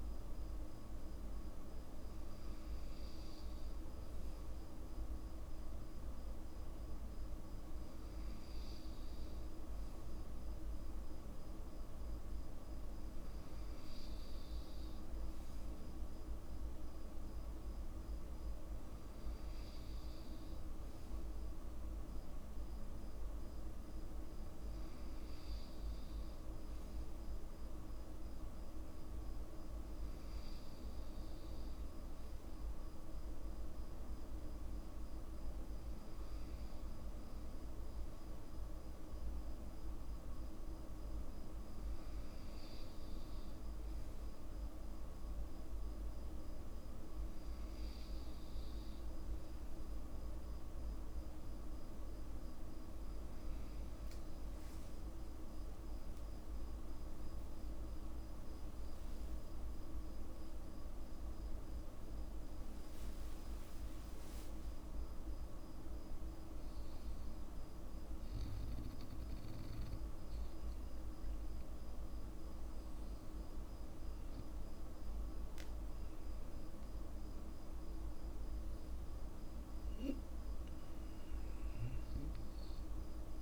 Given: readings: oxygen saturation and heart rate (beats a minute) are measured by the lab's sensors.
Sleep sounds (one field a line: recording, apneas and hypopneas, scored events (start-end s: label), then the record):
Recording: a person partly awake in a sleep study, hard to hear, by a room microphone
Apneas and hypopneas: none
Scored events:
50.50-80.50 s: new sleep stage, awake
80.50-83.42 s: new sleep stage, N2 (light sleep)
From the record:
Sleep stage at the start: N2 (light sleep)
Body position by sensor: on the back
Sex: male